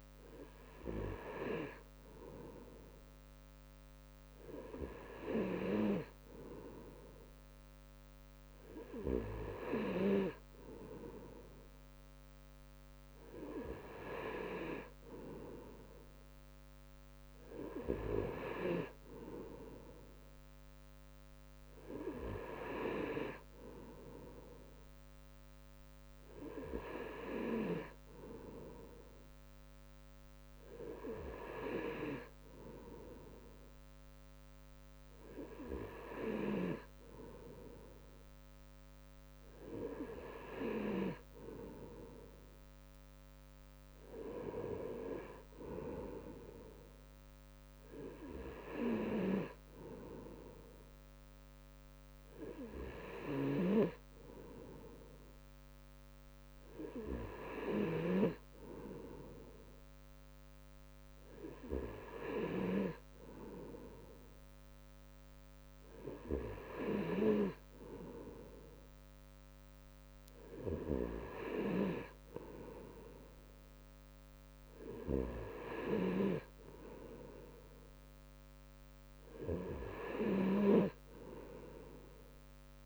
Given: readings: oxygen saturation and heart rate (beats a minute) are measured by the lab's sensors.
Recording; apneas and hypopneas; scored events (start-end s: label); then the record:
breathing in sleep by a microphone on the trachea; none
none scored
From the record:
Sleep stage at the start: N2 (light sleep); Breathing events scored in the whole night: 285 in 4.2 hours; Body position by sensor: on the right side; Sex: male